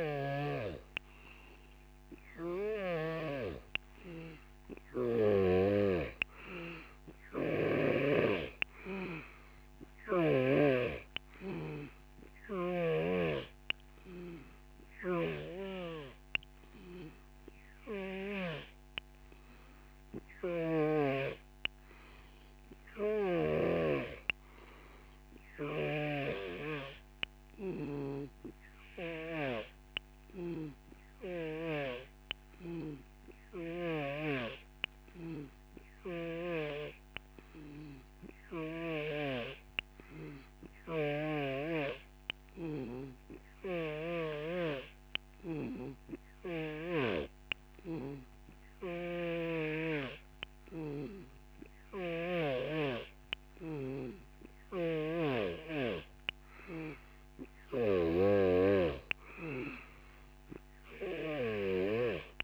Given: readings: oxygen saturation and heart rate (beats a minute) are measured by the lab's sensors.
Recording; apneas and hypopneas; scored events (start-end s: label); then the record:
breathing in sleep by a microphone on the trachea; none
0.00-8.00 s: snoring (device-marked)
12.50-18.50 s: snoring (device-marked)
23.00-29.50 s: snoring (device-marked)
34.00-39.00 s: snoring (device-marked)
43.50-47.00 s: snoring (device-marked)
49.00-52.50 s: snoring (device-marked)
54.50-62.43 s: snoring (device-marked)
From the record:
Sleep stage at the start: N3 (deep sleep); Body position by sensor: on the back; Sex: male